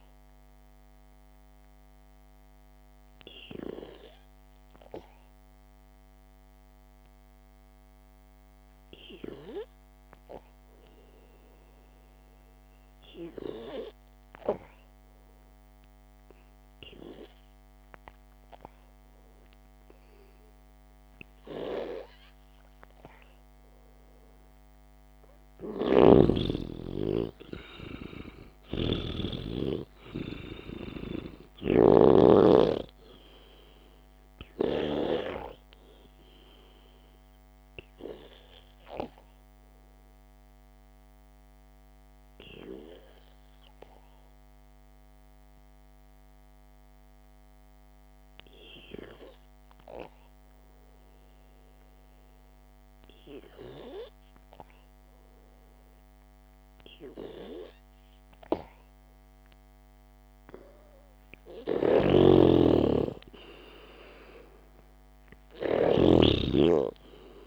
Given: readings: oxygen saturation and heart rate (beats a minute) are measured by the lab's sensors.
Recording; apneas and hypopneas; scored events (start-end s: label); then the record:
breathing in sleep by a microphone on the trachea; 2
0.00-4.00 s: oxygen desaturation (device-marked, oxygen 93% lowest, heart rate 52 extreme)
0.50-22.00 s: obstructive apnea (oxygen 98% before, 92% lowest, heart rate 61 before, 52 extreme, up 3 after)
23.50-27.50 s: arousal
29.00-32.50 s: snoring (device-marked)
40.00-62.00 s: obstructive apnea (oxygen 97% before, 90% lowest, heart rate 55 before, 53 extreme, up 0 after)
61.00-67.47 s: oxygen desaturation (device-marked, oxygen 98% before, 93% lowest, heart rate 65 before, 51 extreme)
62.50-66.50 s: snoring (device-marked)
63.50-67.00 s: arousal
From the record:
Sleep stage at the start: N2 (light sleep); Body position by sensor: on the back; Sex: male